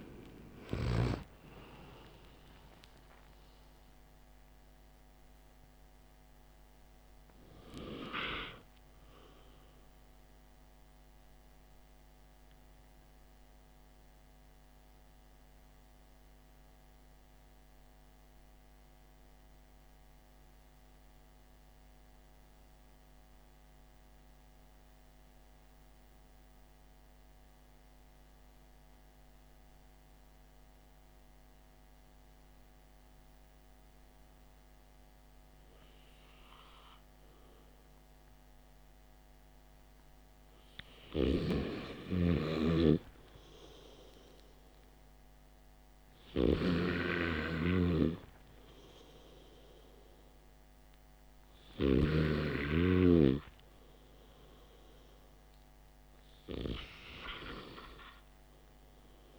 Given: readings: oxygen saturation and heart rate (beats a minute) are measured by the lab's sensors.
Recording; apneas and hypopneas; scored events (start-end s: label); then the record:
breathing in sleep by a microphone on the trachea; 1
13.00-36.50 s: central apnea (oxygen 96% before, 94% lowest, heart rate 56 before, 49 extreme, up 8 after)
39.50-43.50 s: arousal
42.00-47.50 s: snoring (device-marked)
From the record:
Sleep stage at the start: N2 (light sleep); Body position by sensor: on the back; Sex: male